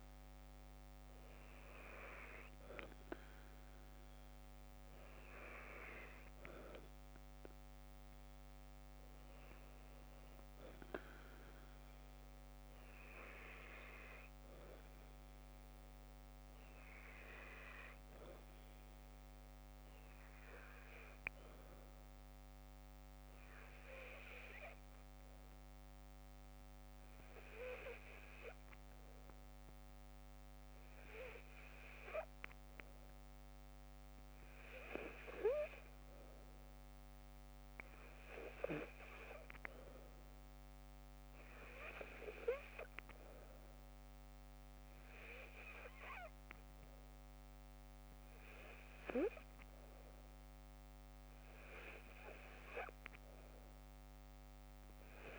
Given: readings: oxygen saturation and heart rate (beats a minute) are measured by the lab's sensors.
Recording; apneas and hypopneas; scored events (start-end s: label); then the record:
breathing in sleep by a microphone on the trachea; 1
15.50-19.00 s: arousal
23.00-34.00 s: hypopnea (oxygen 98% before, 93% lowest, heart rate 53 before, 53 extreme, up 2 after)
36.00-39.00 s: arousal
38.50-55.39 s: oxygen desaturation (device-marked, oxygen 97% before, 93% lowest, heart rate 56 before, 53 extreme)
From the record:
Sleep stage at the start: N2 (light sleep); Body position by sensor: on the left side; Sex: female